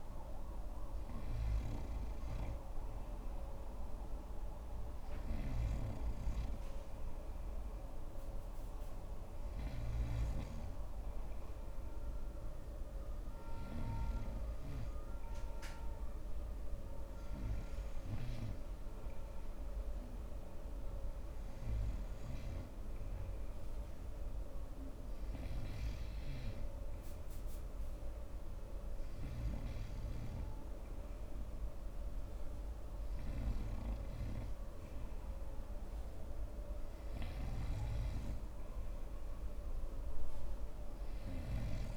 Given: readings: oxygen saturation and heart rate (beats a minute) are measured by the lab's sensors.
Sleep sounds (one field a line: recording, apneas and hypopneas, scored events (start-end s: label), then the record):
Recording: breathing in sleep, hard to hear, by a room microphone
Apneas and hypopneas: none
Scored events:
none scored
From the record:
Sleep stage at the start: N3 (deep sleep)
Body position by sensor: on the front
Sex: male